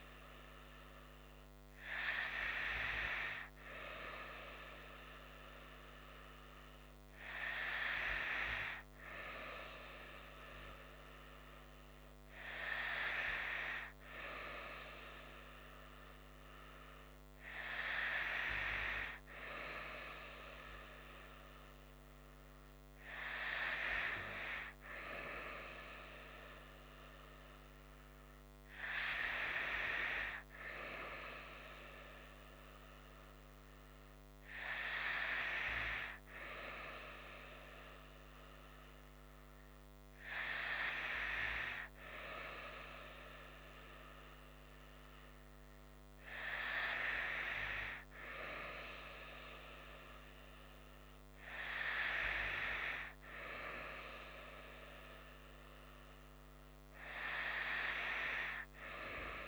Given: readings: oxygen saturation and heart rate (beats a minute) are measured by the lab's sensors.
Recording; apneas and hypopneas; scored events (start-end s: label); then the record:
breathing in sleep by a microphone on the trachea; none
none scored
From the record:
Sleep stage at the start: N2 (light sleep); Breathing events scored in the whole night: 89 in 5.5 hours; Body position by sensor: on the right side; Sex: female